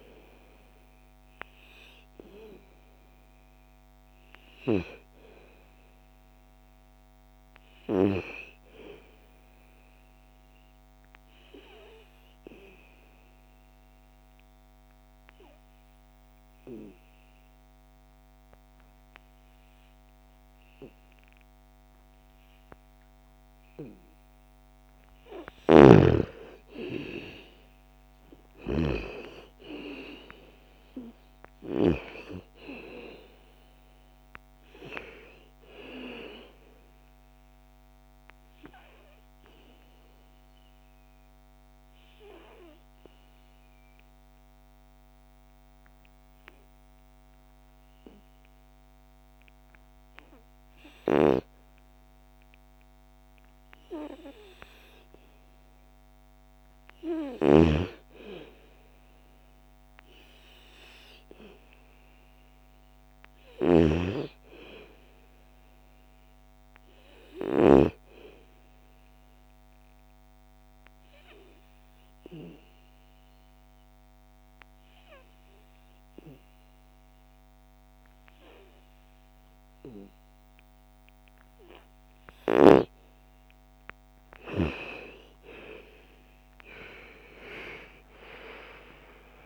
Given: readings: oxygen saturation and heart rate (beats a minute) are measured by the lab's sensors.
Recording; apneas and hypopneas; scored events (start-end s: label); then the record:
breathing in sleep by a microphone on the trachea; 3
0.00-12.00 s: oxygen desaturation (device-marked, oxygen 92% lowest, heart rate 56 extreme)
9.50-24.00 s: obstructive apnea (oxygen 97% before, 90% lowest, heart rate 59 before, 56 extreme, up 9 after)
26.00-30.00 s: arousal
27.00-44.00 s: oxygen desaturation (device-marked, oxygen 96% before, 90% lowest, heart rate 58 before, 54 extreme)
37.50-54.00 s: obstructive apnea (oxygen 97% before, 86% lowest, heart rate 61 before, 54 extreme, up 5 after)
56.50-61.00 s: arousal
58.00-76.00 s: oxygen desaturation (device-marked, oxygen 98% before, 92% lowest, heart rate 57 before, 56 extreme)
69.00-82.00 s: obstructive apnea (oxygen 98% before, 86% lowest, heart rate 58 before, 56 extreme, up 12 after)
84.50-89.46 s: arousal
88.00-89.46 s: oxygen desaturation (device-marked, oxygen 95% before, 86% lowest, heart rate 59 before, 55 extreme)
From the record:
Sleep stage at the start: N2 (light sleep); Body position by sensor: on the back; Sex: female